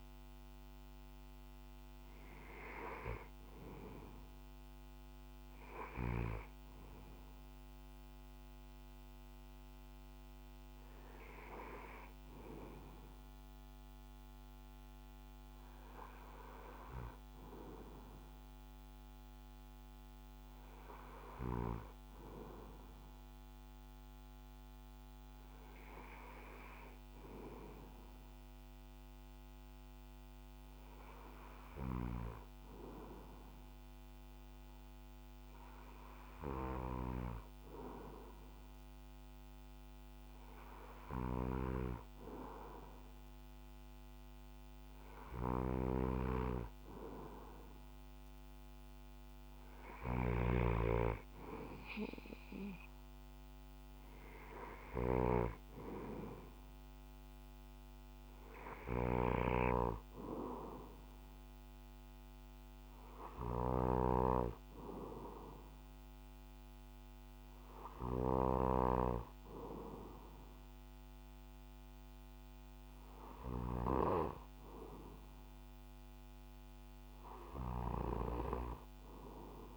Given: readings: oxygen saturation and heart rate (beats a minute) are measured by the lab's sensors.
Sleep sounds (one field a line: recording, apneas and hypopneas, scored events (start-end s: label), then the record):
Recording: breathing in sleep by a microphone on the trachea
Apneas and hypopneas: none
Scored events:
49.50-68.50 s: snoring (device-marked)
From the record:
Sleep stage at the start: N2 (light sleep)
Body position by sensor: on the back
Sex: male